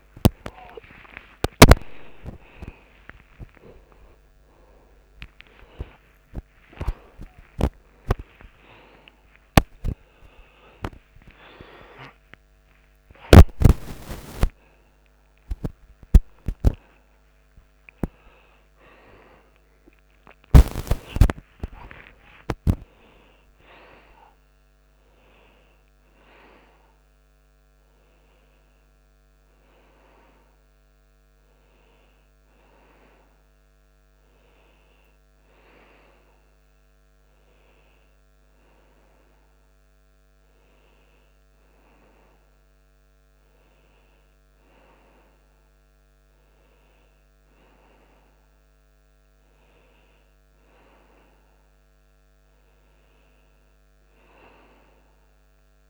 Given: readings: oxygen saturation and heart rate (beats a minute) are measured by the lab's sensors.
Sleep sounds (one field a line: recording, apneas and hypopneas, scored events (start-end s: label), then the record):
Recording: a person awake in a sleep study, by a microphone on the trachea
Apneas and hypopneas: none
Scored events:
none scored
From the record:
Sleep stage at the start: awake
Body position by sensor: on the back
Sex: male